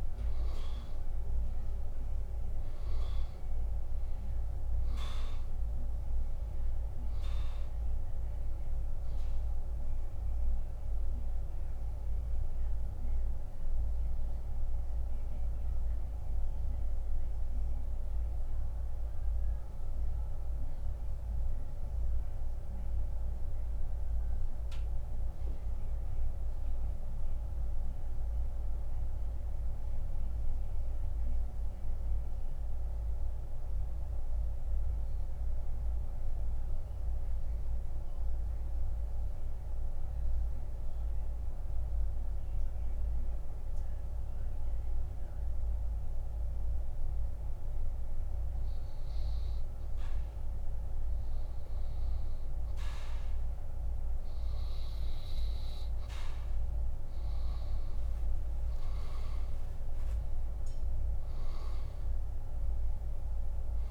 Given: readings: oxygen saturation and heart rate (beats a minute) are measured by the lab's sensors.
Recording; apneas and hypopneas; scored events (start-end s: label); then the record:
breathing in sleep, hard to hear, by a room microphone; 1
13.00-35.00 s: oxygen desaturation (device-marked, oxygen 94% before, 87% lowest, heart rate 94 before, 70 extreme)
20.00-48.50 s: central apnea (oxygen 96% before, 86% lowest, heart rate 86 before, 70 extreme, up 14 after)
51.00-54.00 s: arousal
From the record:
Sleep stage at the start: N2 (light sleep); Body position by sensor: on the back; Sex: male